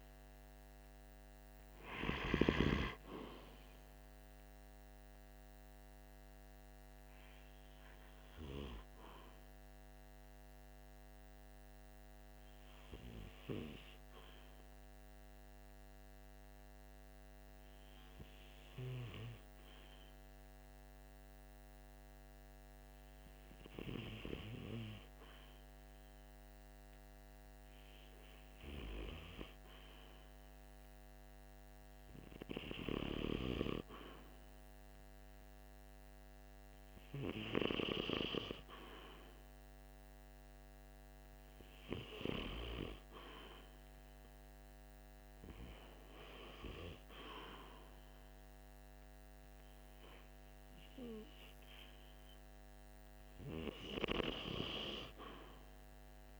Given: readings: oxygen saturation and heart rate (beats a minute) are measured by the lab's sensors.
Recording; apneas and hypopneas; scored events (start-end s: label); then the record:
breathing in sleep by a microphone on the trachea; 1
0.00-23.00 s: oxygen desaturation (device-marked, oxygen 93% lowest, heart rate 45 extreme)
4.50-27.50 s: obstructive apnea (oxygen 97% before, 93% lowest, heart rate 48 before, 45 extreme, up 1 after)
7.00-56.40 s: new sleep stage, REM sleep
30.00-34.00 s: arousal
From the record:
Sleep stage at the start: N2 (light sleep); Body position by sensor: on the right side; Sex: male